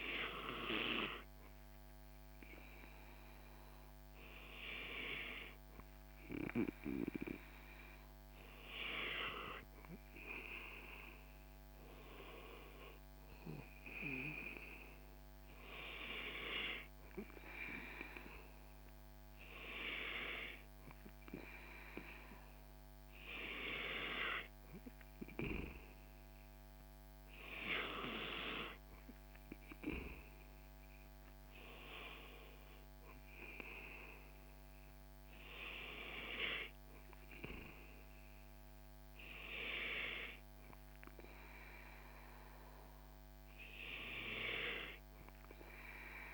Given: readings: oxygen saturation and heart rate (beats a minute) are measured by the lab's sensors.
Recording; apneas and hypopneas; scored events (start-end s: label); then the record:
breathing in sleep by a microphone on the trachea; none
none scored
From the record:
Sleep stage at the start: N2 (light sleep); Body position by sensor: on the back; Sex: male